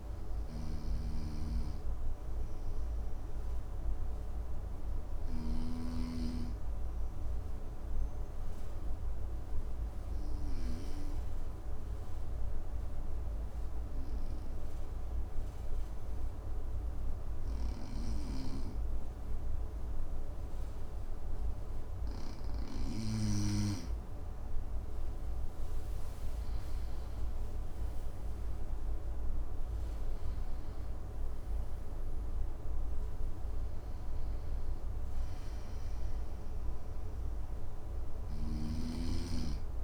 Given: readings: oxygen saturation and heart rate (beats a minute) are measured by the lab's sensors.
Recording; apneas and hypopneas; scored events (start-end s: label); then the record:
breathing in sleep by a room microphone; 1
0.00-5.00 s: snoring (device-marked)
0.00-6.50 s: oxygen desaturation (device-marked, oxygen 95% lowest, heart rate 56 extreme)
1.50-21.00 s: obstructive apnea (oxygen 99% before, 92% lowest, heart rate 58 before, 56 extreme, up 7 after)
23.00-28.00 s: arousal
29.50-39.83 s: oxygen desaturation (device-marked, oxygen 97% before, 92% lowest, heart rate 58 before, 55 extreme)
37.50-39.83 s: snoring (device-marked)
From the record:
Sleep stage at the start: N2 (light sleep); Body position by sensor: on the front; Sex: male